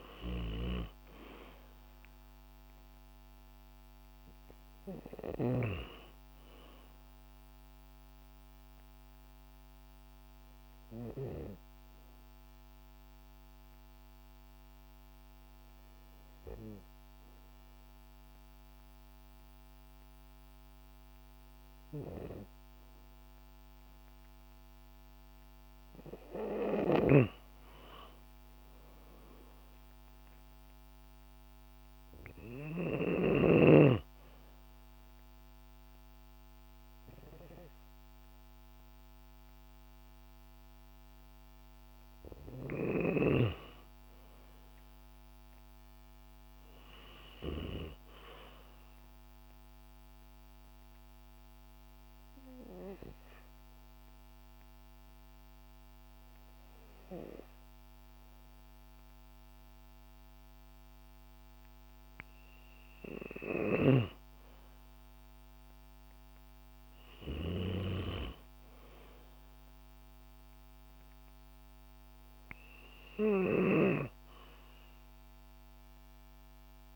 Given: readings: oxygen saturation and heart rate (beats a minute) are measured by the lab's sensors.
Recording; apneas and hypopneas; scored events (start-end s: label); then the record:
breathing in sleep by a microphone on the trachea; 2
0.00-5.00 s: snoring (device-marked)
0.00-17.00 s: oxygen desaturation (device-marked, oxygen 93% lowest, heart rate 65 extreme)
8.50-25.50 s: hypopnea (oxygen 97% before, 93% lowest, heart rate 141 before, 59 extreme)
26.00-32.50 s: snoring (device-marked)
27.50-32.00 s: arousal
49.00-61.50 s: obstructive apnea (oxygen 97% before, 93% lowest, heart rate 89 before, 96 extreme)
63.00-67.00 s: snoring (device-marked)
64.00-67.50 s: arousal
70.00-76.96 s: oxygen desaturation (device-marked, oxygen 96% before, 93% lowest, heart rate 125 before, 79 extreme)
From the record:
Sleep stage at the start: N2 (light sleep); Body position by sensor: on the back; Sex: female